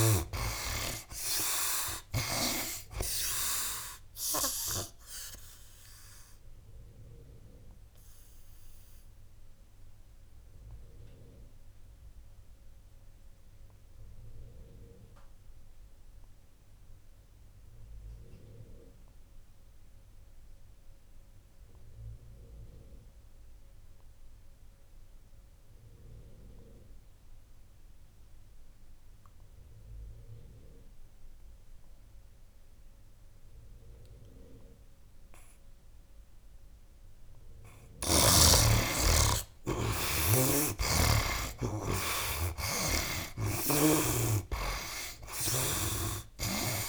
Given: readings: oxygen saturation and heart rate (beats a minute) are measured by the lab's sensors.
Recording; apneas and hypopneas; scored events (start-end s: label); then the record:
breathing in sleep by a room microphone; 1
0.00-21.00 s: oxygen desaturation (device-marked, oxygen 51% lowest, heart rate 68 extreme)
5.00-37.00 s: obstructive apnea (oxygen 89% before, 51% lowest, heart rate 85 before, 68 extreme, up 21 after)
31.00-46.89 s: oxygen desaturation (device-marked, oxygen 93% before, 53% lowest, heart rate 73 before, 68 extreme)
39.00-43.00 s: arousal
From the record:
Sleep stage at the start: REM sleep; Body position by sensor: on the back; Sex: male